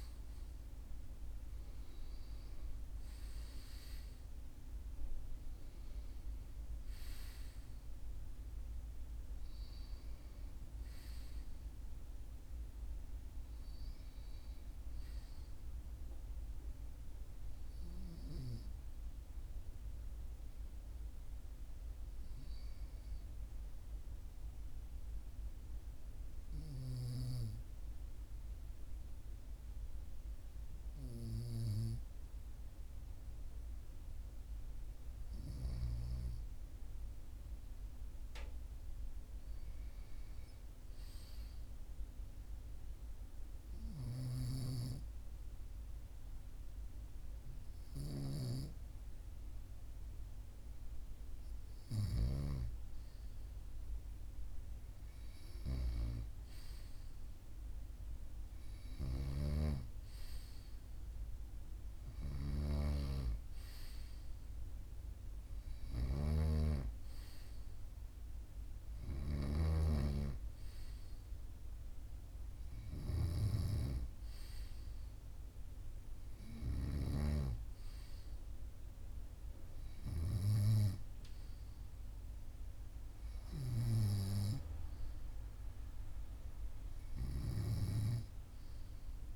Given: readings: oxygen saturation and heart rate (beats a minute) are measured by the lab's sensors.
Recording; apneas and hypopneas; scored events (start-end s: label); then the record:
breathing in sleep by a room microphone; 1
0.00-23.00 s: oxygen desaturation (device-marked, oxygen 93% lowest, heart rate 42 extreme)
24.00-35.00 s: obstructive apnea (oxygen 99% before, 96% lowest, heart rate 45 before, 42 extreme, up 1 after)
35.50-39.50 s: arousal
66.00-70.00 s: snoring (device-marked)
From the record:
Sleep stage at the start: N2 (light sleep); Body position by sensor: on the right side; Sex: male